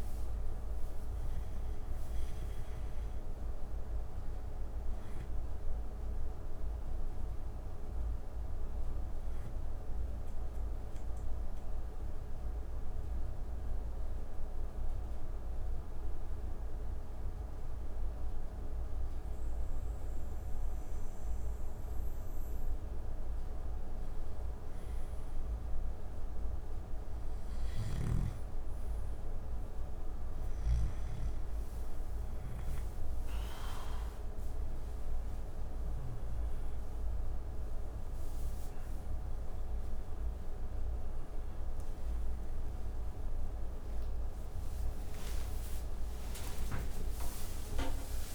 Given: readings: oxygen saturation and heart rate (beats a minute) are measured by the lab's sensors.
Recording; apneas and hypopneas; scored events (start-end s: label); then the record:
a person partly awake in a sleep study, hard to hear, by a room microphone; 1
3.50-23.00 s: obstructive apnea (oxygen 97% before, 93% lowest)
26.50-48.35 s: new sleep stage, awake
From the record:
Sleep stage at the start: N2 (light sleep); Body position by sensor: on the back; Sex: male